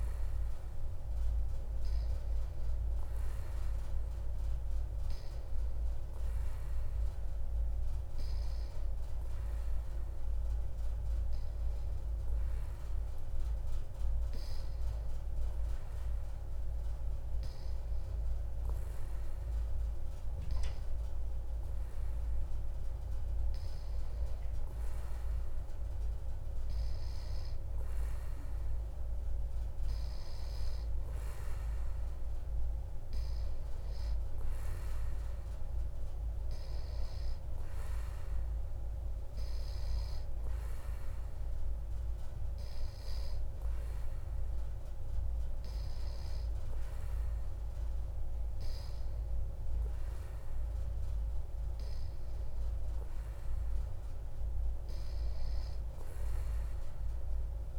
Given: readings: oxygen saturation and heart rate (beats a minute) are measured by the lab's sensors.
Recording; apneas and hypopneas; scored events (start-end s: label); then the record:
breathing in sleep, hard to hear, by a room microphone; none
none scored
From the record:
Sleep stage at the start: N3 (deep sleep); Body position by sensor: on the back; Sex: male